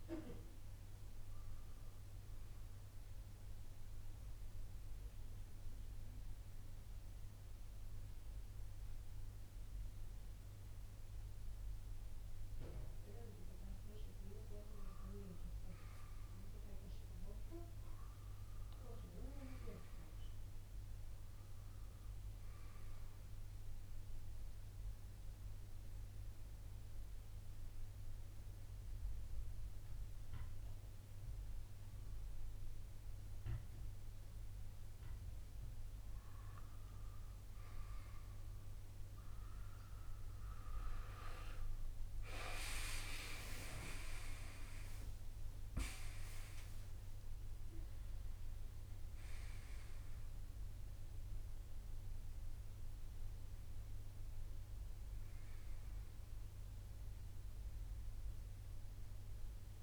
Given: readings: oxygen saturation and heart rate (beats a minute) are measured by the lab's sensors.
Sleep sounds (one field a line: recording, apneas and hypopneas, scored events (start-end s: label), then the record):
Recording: breathing in sleep by a room microphone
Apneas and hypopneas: 2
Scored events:
0.00-17.50 s: oxygen desaturation (device-marked, oxygen 89% lowest)
4.50-14.50 s: mixed apnea (oxygen 96% before, 87% lowest)
18.50-23.00 s: arousal
26.50-38.50 s: oxygen desaturation (device-marked, oxygen 96% before, 89% lowest, heart rate 41 before, 50 extreme)
27.00-37.00 s: mixed apnea (oxygen 96% before, 87% lowest, heart rate 41 before, 50 extreme)
41.00-45.50 s: arousal
49.50-59.83 s: oxygen desaturation (device-marked, oxygen 95% before, 87% lowest)
From the record:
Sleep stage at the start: N2 (light sleep)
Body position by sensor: on the right side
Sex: male